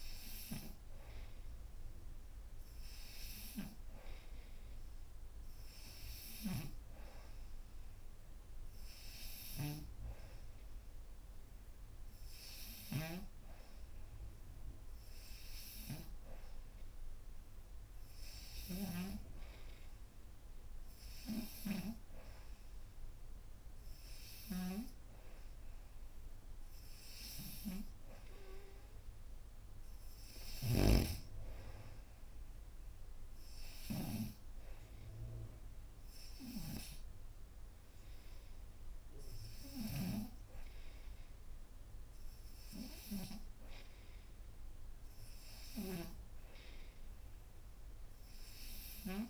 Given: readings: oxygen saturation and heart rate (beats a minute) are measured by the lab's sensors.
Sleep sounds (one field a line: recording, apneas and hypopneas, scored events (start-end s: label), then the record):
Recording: breathing in sleep by a room microphone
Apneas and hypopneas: none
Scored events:
30.00-34.00 s: snoring (device-marked)
From the record:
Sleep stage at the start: N3 (deep sleep)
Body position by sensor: upright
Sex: female